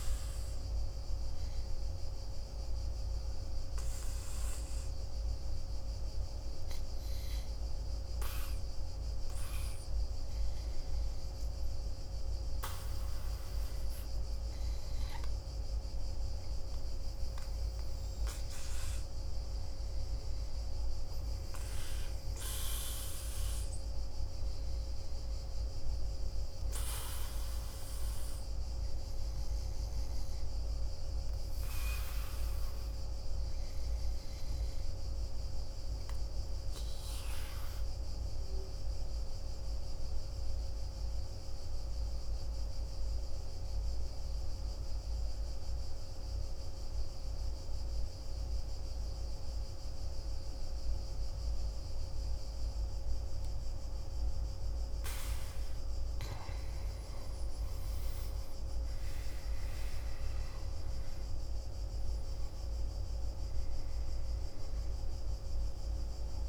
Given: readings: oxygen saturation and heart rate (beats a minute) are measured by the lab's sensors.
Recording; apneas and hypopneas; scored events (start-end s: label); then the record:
breathing in sleep, hard to hear, by a room microphone; 2
2.00-13.00 s: hypopnea (oxygen 96% before, 85% lowest, heart rate 59 before, 58 extreme, up 3 after)
14.50-18.50 s: arousal
16.00-33.00 s: oxygen desaturation (device-marked, oxygen 96% before, 92% lowest, heart rate 59 before, 57 extreme)
38.00-56.00 s: obstructive apnea (oxygen 96% before, 85% lowest, heart rate 60 before, 51 extreme, up 12 after)
54.00-66.49 s: oxygen desaturation (device-marked, oxygen 95% before, 85% lowest, heart rate 58 before, 51 extreme)
58.00-62.00 s: arousal
From the record:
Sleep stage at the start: N2 (light sleep); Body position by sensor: on the back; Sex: male